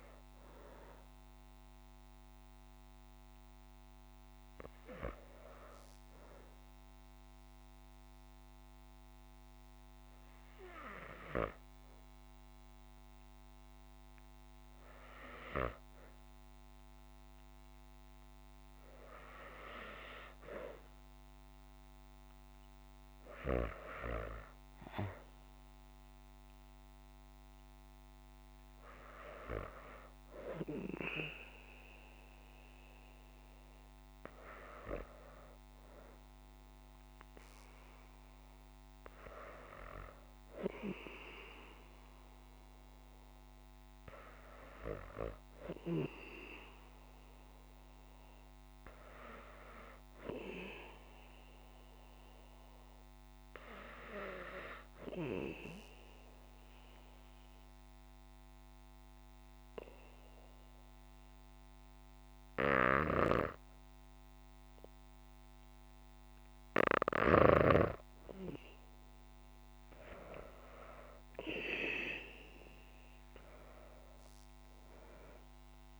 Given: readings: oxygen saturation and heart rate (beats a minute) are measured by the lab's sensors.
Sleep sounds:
breathing in sleep by a microphone on the trachea; 1
6.00-76.00 s: new sleep stage, N2 (light sleep)
52.50-65.00 s: hypopnea (oxygen 97% before, 91% lowest, heart rate 59 before, 55 extreme, up 0 after)
67.00-71.50 s: arousal
68.00-76.00 s: oxygen desaturation (device-marked, oxygen 96% before, 91% lowest, heart rate 60 before, 54 extreme)
From the record:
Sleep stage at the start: N1 (lightest sleep); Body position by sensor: on the back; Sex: female

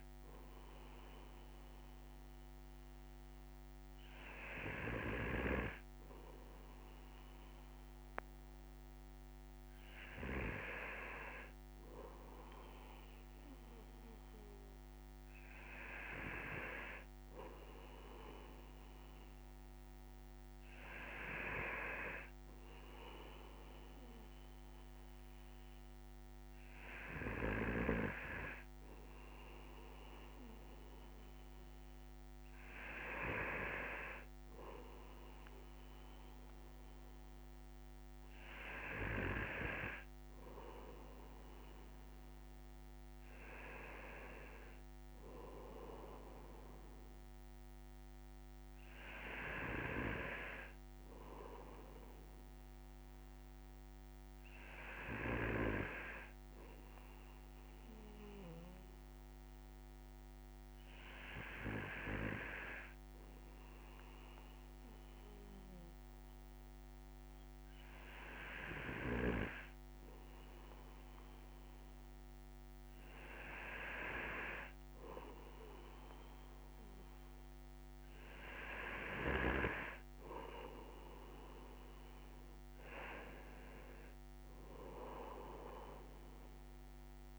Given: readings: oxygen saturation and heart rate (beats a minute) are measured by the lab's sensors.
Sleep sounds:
breathing in sleep by a microphone on the trachea; none
none scored
From the record:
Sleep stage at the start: N2 (light sleep); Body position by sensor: on the right side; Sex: male

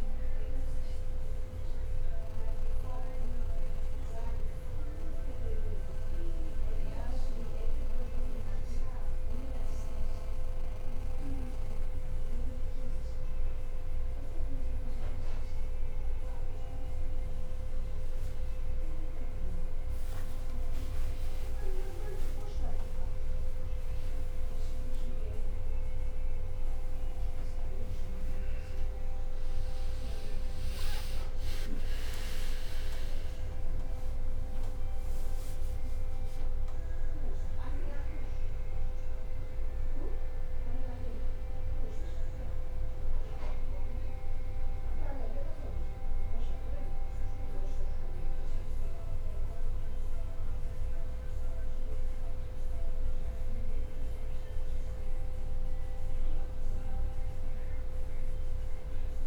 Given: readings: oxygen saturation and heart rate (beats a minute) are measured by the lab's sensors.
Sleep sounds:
breathing in sleep, hard to hear, by a room microphone; none
0.00-1.00 s: long interval between heartbeats (device-marked, heart rate 100 extreme)
1.00-3.00 s: tachycardia (device-marked, heart rate 71 before, 115 extreme)
3.00-5.00 s: long interval between heartbeats (device-marked, heart rate 98 before, 100 extreme)
3.50-4.50 s: leg movement (device-marked)
5.50-7.50 s: long interval between heartbeats (device-marked, heart rate 98 before, 99 extreme)
12.00-28.00 s: tachycardia (device-marked, heart rate 70 before, 183 extreme)
12.50-14.50 s: long interval between heartbeats (device-marked, heart rate 103 before, 76 extreme)
14.50-16.50 s: long interval between heartbeats (device-marked, heart rate 100 before, 88 extreme)
19.50-22.50 s: leg movement (device-marked)
20.50-22.50 s: long interval between heartbeats (device-marked, heart rate 98 before, 108 extreme)
23.00-25.00 s: leg movement (device-marked)
23.00-25.00 s: long interval between heartbeats (device-marked, heart rate 98 before, 138 extreme)
25.50-27.50 s: long interval between heartbeats (device-marked, heart rate 102 before, 171 extreme)
26.00-45.00 s: drop in pulse transit time (device-marked, heart rate 105 before, 68 extreme)
From the record:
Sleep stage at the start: N1 (lightest sleep); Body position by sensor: on the back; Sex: male

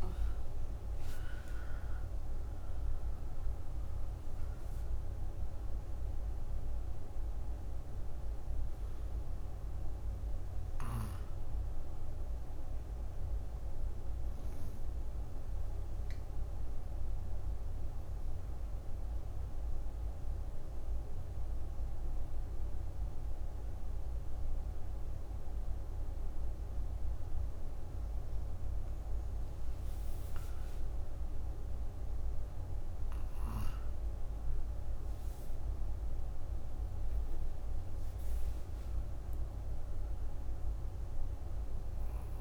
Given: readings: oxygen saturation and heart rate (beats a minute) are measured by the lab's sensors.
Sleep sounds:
breathing in sleep, hard to hear, by a room microphone; 1
0.00-2.00 s: arousal
0.00-26.50 s: oxygen desaturation (device-marked, oxygen 89% lowest)
13.00-26.00 s: obstructive apnea (oxygen 98% before, 89% lowest)
28.00-31.50 s: arousal
From the record:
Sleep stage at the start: N2 (light sleep); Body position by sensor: on the right side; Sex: female

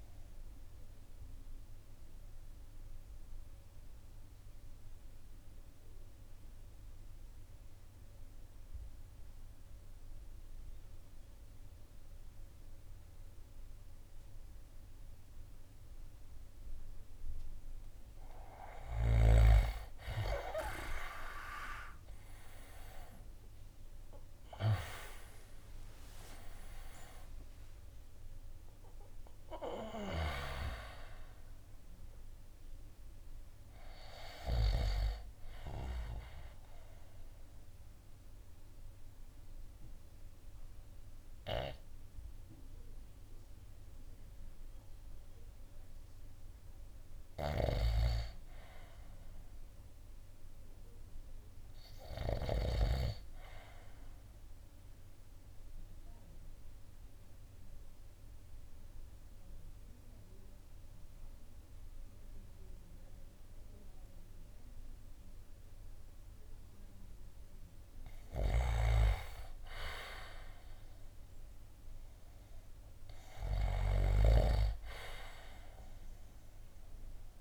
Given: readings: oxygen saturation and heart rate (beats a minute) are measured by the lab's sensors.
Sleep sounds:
breathing in sleep by a room microphone; 3
0.00-43.00 s: oxygen desaturation (device-marked, oxygen 82% lowest, heart rate 54 extreme)
2.50-17.50 s: obstructive apnea (oxygen 99% before, 82% lowest, heart rate 54 before, 54 extreme, up 15 after)
20.00-24.50 s: arousal
24.00-36.00 s: drop in pulse transit time (device-marked, heart rate 56 before, 57 extreme)
29.50-34.50 s: snoring (device-marked)
36.00-46.00 s: obstructive apnea (oxygen 90% before, 82% lowest, heart rate 63 before, 54 extreme)
47.00-52.50 s: snoring (device-marked)
47.50-50.50 s: arousal
54.00-66.00 s: obstructive apnea (oxygen 88% before, 87% lowest, heart rate 58 before, 54 extreme, up 3 after)
68.00-71.50 s: arousal
68.00-77.41 s: snoring (device-marked)
From the record:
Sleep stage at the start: N2 (light sleep); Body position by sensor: on the right side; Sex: male

